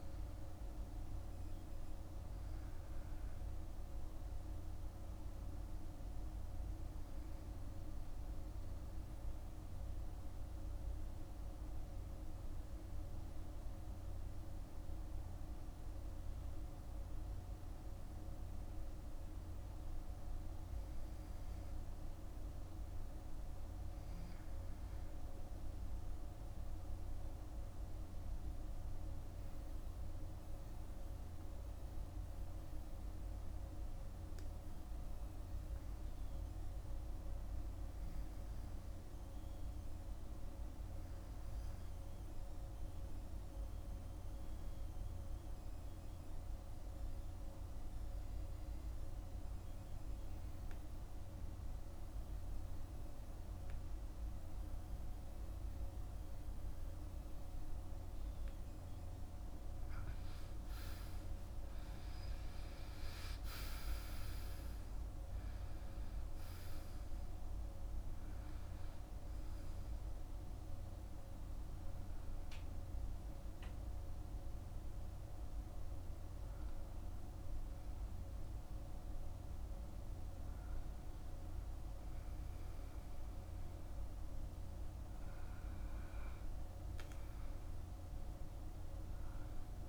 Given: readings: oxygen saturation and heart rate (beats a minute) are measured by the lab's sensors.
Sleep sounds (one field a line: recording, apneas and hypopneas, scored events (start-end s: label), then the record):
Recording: breathing in sleep, hard to hear, by a room microphone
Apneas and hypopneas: 1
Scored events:
5.50-58.50 s: hypopnea (oxygen 99% before, 85% lowest, heart rate 54 before, 53 extreme, up 19 after)
28.00-74.00 s: oxygen desaturation (device-marked, oxygen 98% before, 85% lowest, heart rate 54 before, 53 extreme)
59.00-64.00 s: arousal
From the record:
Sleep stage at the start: REM sleep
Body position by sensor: on the back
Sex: male